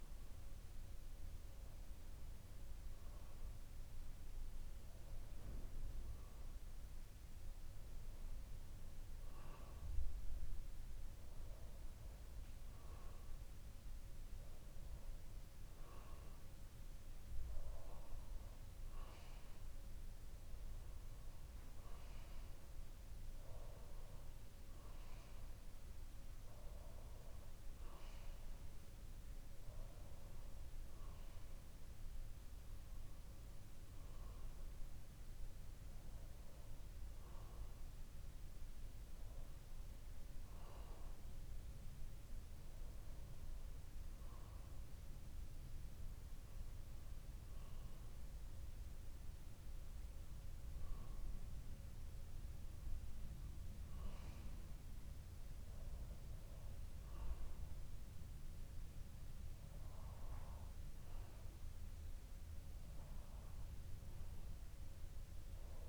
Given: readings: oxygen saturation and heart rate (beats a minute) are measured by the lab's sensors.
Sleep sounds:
breathing in sleep, hard to hear, by a room microphone; none
none scored
From the record:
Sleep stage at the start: N2 (light sleep); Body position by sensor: on the back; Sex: male

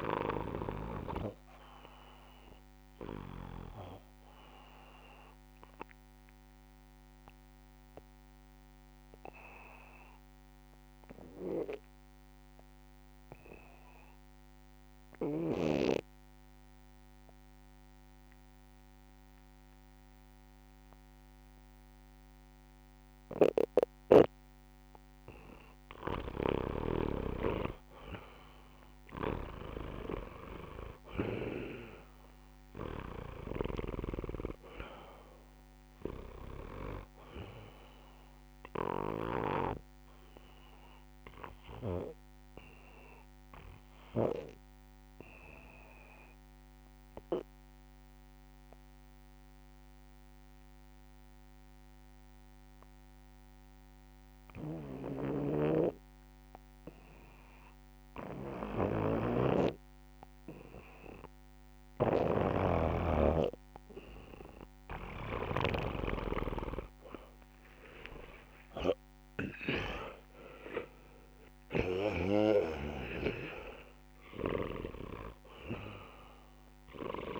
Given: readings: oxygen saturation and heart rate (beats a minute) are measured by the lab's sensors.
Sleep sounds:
breathing in sleep by a microphone on the trachea; 2
0.00-1.00 s: long interval between heartbeats (device-marked, heart rate 49 extreme)
0.00-3.50 s: snoring (device-marked)
0.00-17.50 s: oxygen desaturation (device-marked, oxygen 88% lowest, heart rate 49 extreme)
6.50-26.00 s: mixed apnea (oxygen 98% before, 87% lowest, heart rate 68 before, 67 extreme, up 14 after)
25.50-31.50 s: snoring (device-marked)
25.50-52.50 s: oxygen desaturation (device-marked, oxygen 98% before, 88% lowest, heart rate 72 before, 67 extreme)
29.00-32.50 s: arousal
31.00-33.00 s: long interval between heartbeats (device-marked, heart rate 71 before, 80 extreme)
33.50-39.50 s: snoring (device-marked)
34.50-36.50 s: long interval between heartbeats (device-marked, heart rate 73 before, 97 extreme)
40.50-64.50 s: obstructive apnea (oxygen 98% before, 87% lowest, heart rate 80 before, 67 extreme, up 12 after)
54.50-65.50 s: snoring (device-marked)
63.50-77.40 s: oxygen desaturation (device-marked, oxygen 97% before, 87% lowest, heart rate 70 before, 67 extreme)
67.50-72.00 s: arousal
69.50-71.50 s: long interval between heartbeats (device-marked, heart rate 70 before, 80 extreme)
73.00-75.00 s: long interval between heartbeats (device-marked, heart rate 71 before, 90 extreme)
From the record:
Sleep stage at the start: N2 (light sleep); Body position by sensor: on the back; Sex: male

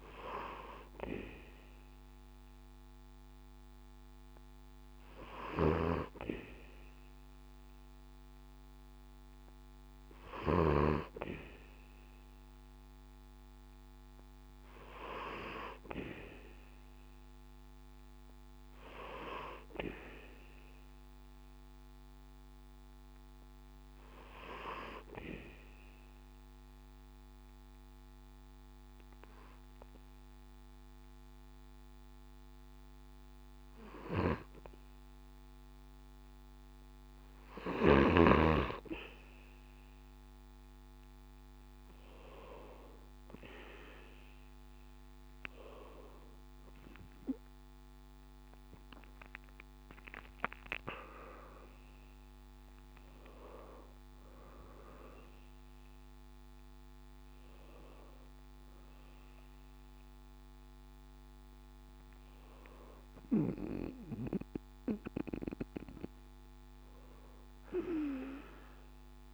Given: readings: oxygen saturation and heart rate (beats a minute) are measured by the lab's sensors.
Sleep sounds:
breathing in sleep by a microphone on the trachea; 1
25.50-38.00 s: obstructive apnea (oxygen 95% before, 93% lowest, heart rate 69 before, 67 extreme, up 6 after)
42.50-46.50 s: arousal
From the record:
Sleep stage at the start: N2 (light sleep); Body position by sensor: on the back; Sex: male

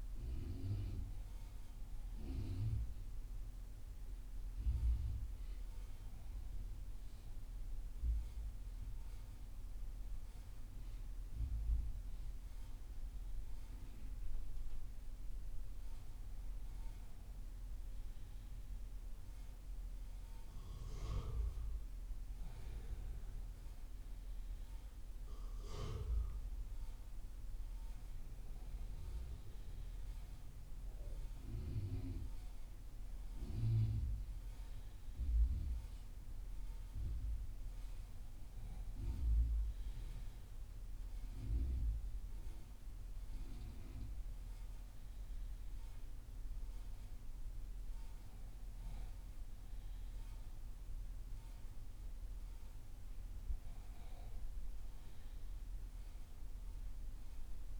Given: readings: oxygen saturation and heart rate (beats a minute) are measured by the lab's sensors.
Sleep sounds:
breathing in sleep by a room microphone; none
none scored
From the record:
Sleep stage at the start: N1 (lightest sleep); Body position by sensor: on the left side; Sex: male

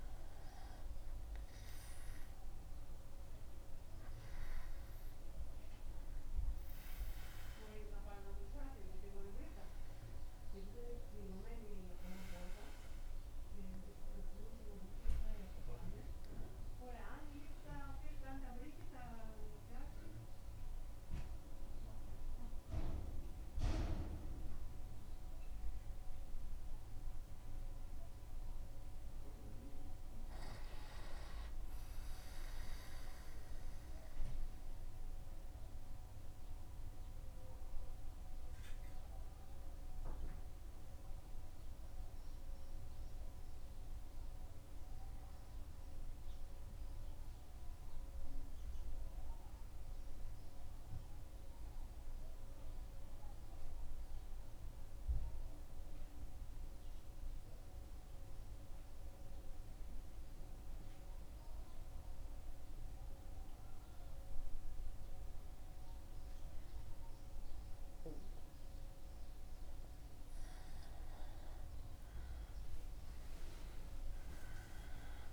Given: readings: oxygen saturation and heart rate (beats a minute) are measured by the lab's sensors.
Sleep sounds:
breathing in sleep by a room microphone; 2
17.00-28.00 s: obstructive apnea (oxygen 96% before, 93% lowest, heart rate 77 before, 76 extreme, up 2 after)
31.00-35.50 s: arousal
42.50-69.50 s: central apnea (oxygen 96% before, 93% lowest, heart rate 77 before, 75 extreme, up 0 after)
71.50-75.33 s: arousal
From the record:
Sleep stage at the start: N2 (light sleep); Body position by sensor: on the back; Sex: male

